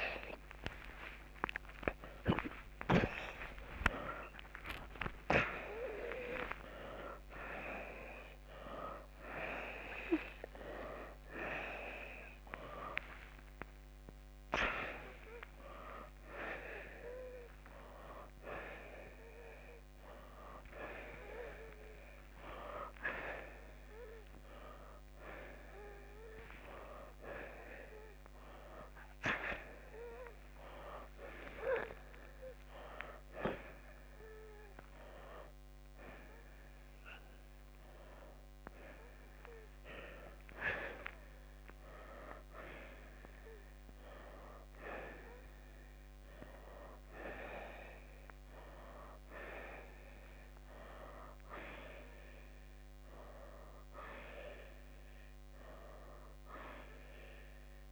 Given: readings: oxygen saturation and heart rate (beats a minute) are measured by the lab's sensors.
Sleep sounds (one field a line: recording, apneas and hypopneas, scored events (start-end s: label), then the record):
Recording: a person awake in a sleep study, by a microphone on the trachea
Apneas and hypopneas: none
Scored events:
10.00-16.00 s: oxygen desaturation (device-marked, oxygen 91% before, 84% lowest, heart rate 159 before, 74 extreme)
40.00-57.91 s: new sleep stage, N1 (lightest sleep)
From the record:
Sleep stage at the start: awake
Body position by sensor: on the right side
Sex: male